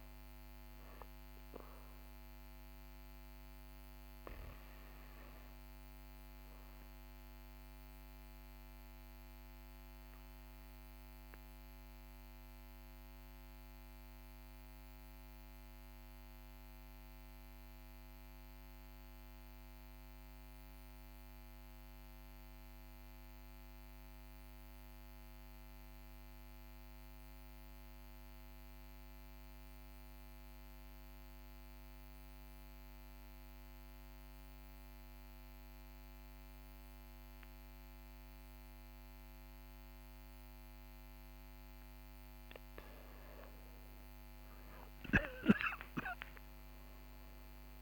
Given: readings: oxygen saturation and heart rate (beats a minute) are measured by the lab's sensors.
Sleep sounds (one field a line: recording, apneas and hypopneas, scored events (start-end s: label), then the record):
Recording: breathing in sleep, hard to hear, by a microphone on the trachea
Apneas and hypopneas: 1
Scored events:
9.50-42.50 s: mixed apnea (oxygen 98% before, 94% lowest, heart rate 42 before, 38 extreme, up 14 after)
42.50-47.82 s: oxygen desaturation (device-marked, oxygen 98% before, 95% lowest, heart rate 39 before, 40 extreme)
44.50-47.82 s: arousal
From the record:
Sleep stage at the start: N2 (light sleep)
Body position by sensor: on the back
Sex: male